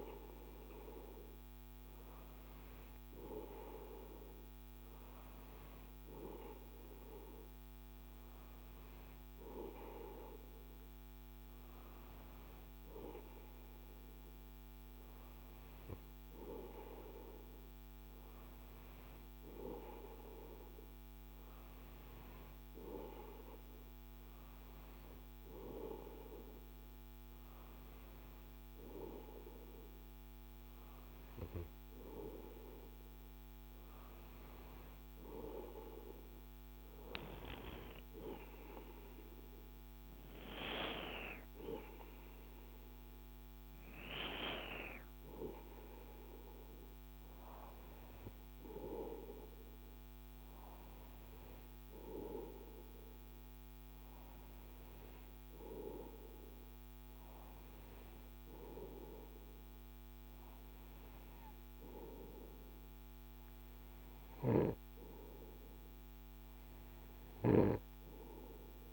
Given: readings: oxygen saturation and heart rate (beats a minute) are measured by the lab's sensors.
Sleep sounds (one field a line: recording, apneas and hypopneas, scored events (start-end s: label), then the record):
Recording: breathing in sleep by a microphone on the trachea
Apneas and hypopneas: none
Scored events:
none scored
From the record:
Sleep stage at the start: N2 (light sleep)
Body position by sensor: on the right side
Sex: male